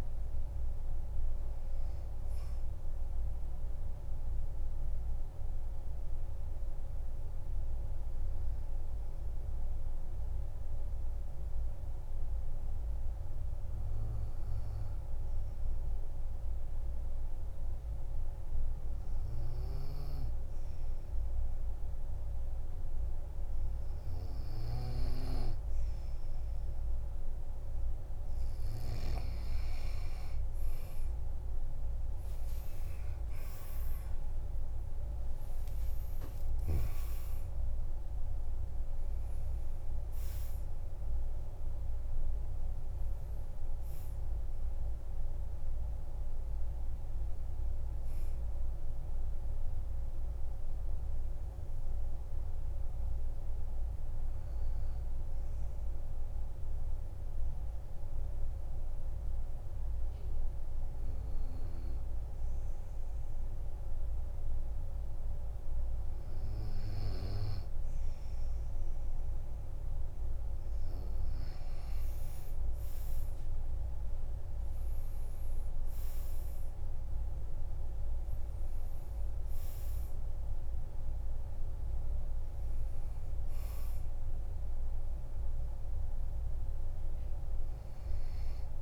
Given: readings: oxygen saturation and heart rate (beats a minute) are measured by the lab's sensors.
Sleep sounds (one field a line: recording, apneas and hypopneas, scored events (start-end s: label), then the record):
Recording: breathing in sleep, hard to hear, by a room microphone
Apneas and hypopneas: 2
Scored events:
0.00-15.50 s: oxygen desaturation (device-marked, oxygen 92% lowest, heart rate 46 extreme)
5.50-25.00 s: obstructive apnea (oxygen 98% before, 92% lowest, heart rate 59 before, 48 extreme, up 17 after)
29.50-60.50 s: oxygen desaturation (device-marked, oxygen 98% before, 92% lowest, heart rate 50 before, 46 extreme)
32.50-37.00 s: arousal
33.00-35.00 s: long interval between heartbeats (device-marked, heart rate 51 before, 66 extreme)
50.00-71.00 s: obstructive apnea (oxygen 98% before, 92% lowest, heart rate 66 before, 46 extreme, up 11 after)
73.00-76.50 s: arousal
75.50-88.82 s: oxygen desaturation (device-marked, oxygen 98% before, 93% lowest, heart rate 50 before, 47 extreme)
From the record:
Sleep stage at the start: N2 (light sleep)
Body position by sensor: on the back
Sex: male